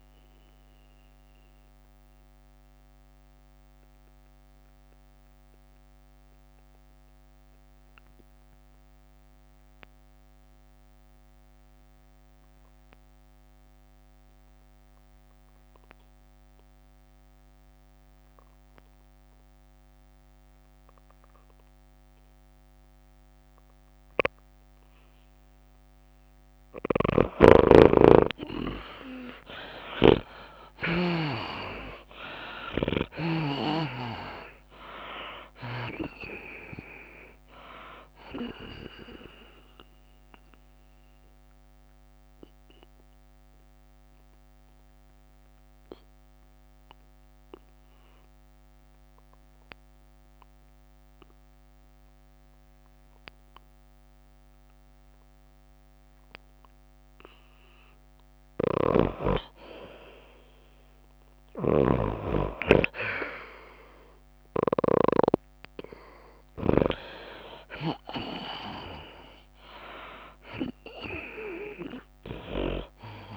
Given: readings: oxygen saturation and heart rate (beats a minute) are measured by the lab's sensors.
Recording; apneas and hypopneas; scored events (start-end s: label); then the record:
breathing in sleep by a microphone on the trachea; 2
0.00-1.00 s: tachycardia (device-marked, heart rate 178 extreme)
0.00-13.00 s: drop in pulse transit time (device-marked)
0.00-16.00 s: oxygen desaturation (device-marked, oxygen 73% lowest)
0.50-26.00 s: mixed apnea (oxygen 98% before, 73% lowest, heart rate 141 before, 28 extreme, up 49 after)
1.00-7.00 s: bradycardia (device-marked)
10.00-16.00 s: tachycardia (device-marked, heart rate 103 before, 108 extreme)
13.00-15.00 s: long interval between heartbeats (device-marked, heart rate 112 before, 107 extreme)
22.00-51.00 s: oxygen desaturation (device-marked, oxygen 98% before, 74% lowest, heart rate 85 before, 95 extreme)
27.00-51.00 s: tachycardia (device-marked, heart rate 103 before, 149 extreme)
27.50-32.00 s: snoring (device-marked)
30.50-32.50 s: long interval between heartbeats (device-marked, heart rate 99 before, 119 extreme)
31.00-35.00 s: arousal
32.00-47.00 s: drop in pulse transit time (device-marked, heart rate 102 before, 102 extreme)
34.00-36.00 s: long interval between heartbeats (device-marked, heart rate 105 before, 142 extreme)
39.50-57.00 s: mixed apnea (oxygen 98% before, 74% lowest, heart rate 111 before, 89 extreme, up 9 after)
53.00-55.00 s: long interval between heartbeats (device-marked, heart rate 112 before, 99 extreme)
57.00-63.00 s: tachycardia (device-marked, heart rate 103 before, 107 extreme)
59.00-73.37 s: oxygen desaturation (device-marked, oxygen 98% before, 82% lowest)
60.00-63.50 s: arousal
64.00-73.37 s: tachycardia (device-marked, heart rate 103 before, 144 extreme)
65.00-73.37 s: drop in pulse transit time (device-marked, heart rate 103 before, 89 extreme)
68.50-70.50 s: long interval between heartbeats (device-marked, heart rate 103 before, 120 extreme)
71.50-73.37 s: long interval between heartbeats (device-marked, heart rate 105 before, 138 extreme)
From the record:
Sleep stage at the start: N2 (light sleep); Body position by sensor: on the back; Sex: female